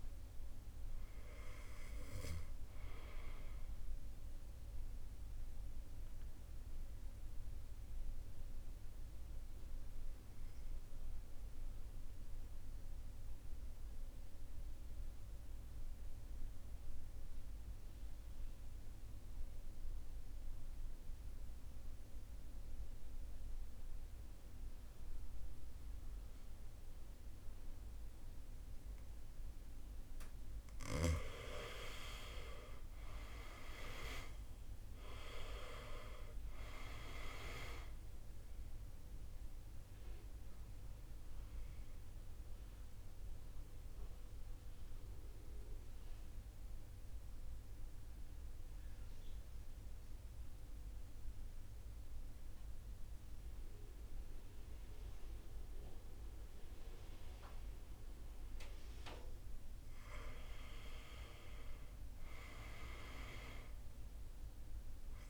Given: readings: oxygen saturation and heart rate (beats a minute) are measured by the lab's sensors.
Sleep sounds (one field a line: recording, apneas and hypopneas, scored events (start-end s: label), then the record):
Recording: breathing in sleep by a room microphone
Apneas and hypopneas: 2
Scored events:
0.00-21.50 s: oxygen desaturation (device-marked, oxygen 86% lowest, heart rate 49 extreme)
4.00-29.00 s: obstructive apnea (oxygen 98% before, 84% lowest, heart rate 61 before, 49 extreme, up 9 after)
29.50-59.50 s: oxygen desaturation (device-marked, oxygen 99% before, 84% lowest, heart rate 53 before, 49 extreme)
31.00-34.50 s: arousal
38.00-58.50 s: obstructive apnea (oxygen 99% before, 84% lowest, heart rate 56 before, 49 extreme, up 10 after)
60.50-64.50 s: arousal
From the record:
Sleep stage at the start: N2 (light sleep)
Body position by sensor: on the right side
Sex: male